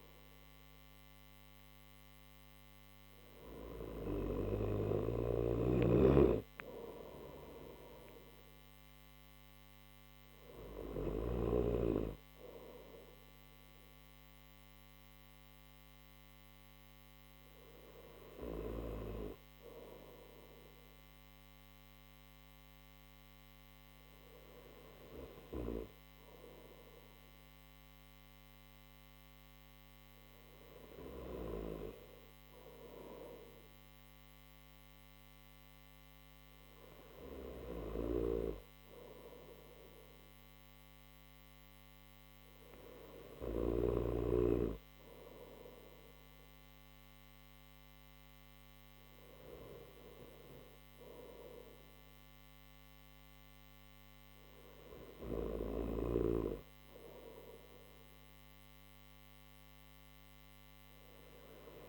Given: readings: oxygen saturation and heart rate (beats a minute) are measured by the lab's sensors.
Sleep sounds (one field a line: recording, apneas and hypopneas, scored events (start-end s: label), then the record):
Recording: breathing in sleep by a microphone on the trachea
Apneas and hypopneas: none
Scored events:
4.00-10.50 s: snoring (device-marked)
From the record:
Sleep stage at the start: N3 (deep sleep)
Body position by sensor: on the right side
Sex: male